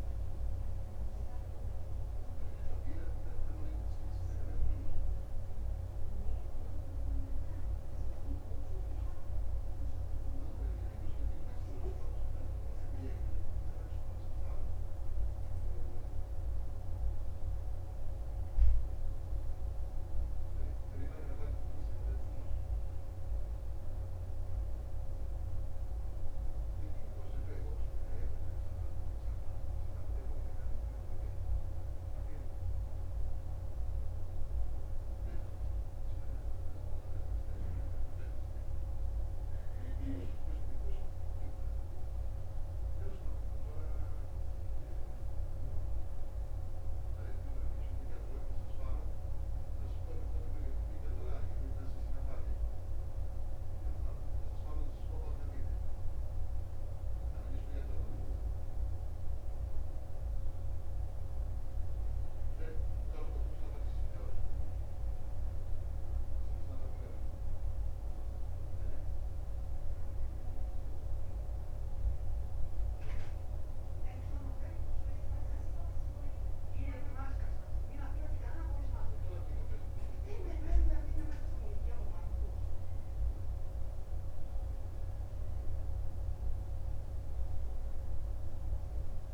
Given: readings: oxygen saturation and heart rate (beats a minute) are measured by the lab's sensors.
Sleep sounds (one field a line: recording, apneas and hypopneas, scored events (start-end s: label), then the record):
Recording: breathing in sleep, hard to hear, by a room microphone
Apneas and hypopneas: none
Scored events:
none scored
From the record:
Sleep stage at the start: N2 (light sleep)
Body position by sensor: on the right side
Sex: male